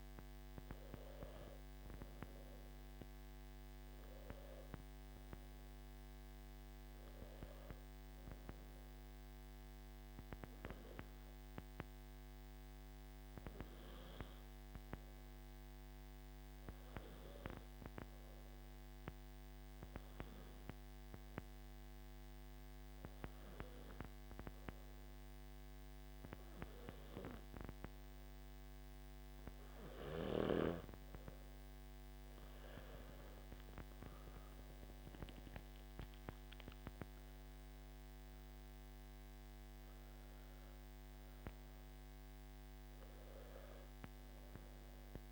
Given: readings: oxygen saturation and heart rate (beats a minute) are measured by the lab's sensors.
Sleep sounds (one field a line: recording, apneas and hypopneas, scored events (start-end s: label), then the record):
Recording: breathing in sleep by a microphone on the trachea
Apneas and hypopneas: 1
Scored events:
6.50-45.32 s: new sleep stage, N3 (deep sleep)
10.50-31.00 s: hypopnea (oxygen 97% before, 93% lowest, heart rate 59 before, 54 extreme, up 12 after)
27.50-45.32 s: oxygen desaturation (device-marked, oxygen 97% before, 93% lowest, heart rate 56 before, 55 extreme)
From the record:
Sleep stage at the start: N1 (lightest sleep)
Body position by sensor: on the back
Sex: male